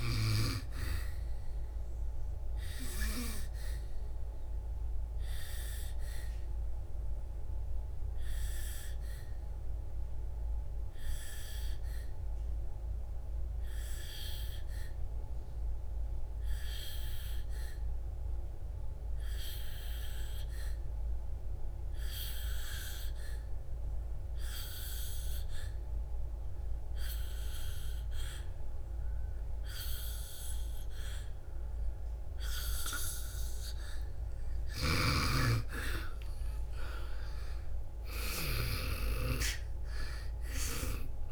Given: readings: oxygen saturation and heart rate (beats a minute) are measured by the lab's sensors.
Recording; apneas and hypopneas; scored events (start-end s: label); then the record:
breathing in sleep by a room microphone; 1
3.50-34.00 s: obstructive apnea (oxygen 96% before, 87% lowest, heart rate 65 before, 53 extreme, up 7 after)
35.00-39.00 s: snoring (device-marked)
37.50-41.32 s: arousal
From the record:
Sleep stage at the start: N2 (light sleep); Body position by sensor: on the back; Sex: female